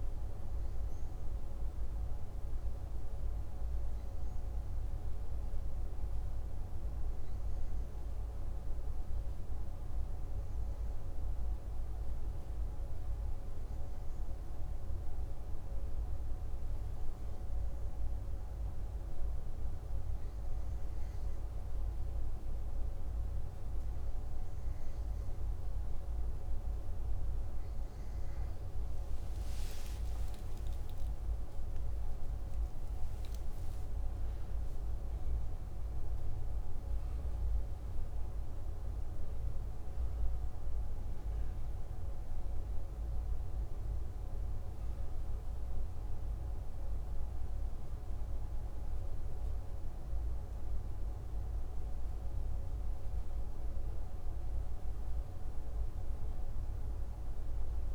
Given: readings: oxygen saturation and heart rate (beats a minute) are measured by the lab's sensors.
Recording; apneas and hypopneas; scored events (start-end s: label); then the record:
breathing in sleep, hard to hear, by a room microphone; 1
6.50-26.50 s: hypopnea (oxygen 96% before, 93% lowest, heart rate 56 before, 55 extreme, up 9 after)
24.50-54.50 s: new sleep stage, N1 (lightest sleep)
28.00-34.00 s: arousal
54.50-57.95 s: new sleep stage, N2 (light sleep)
From the record:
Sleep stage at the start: REM sleep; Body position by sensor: on the back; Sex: male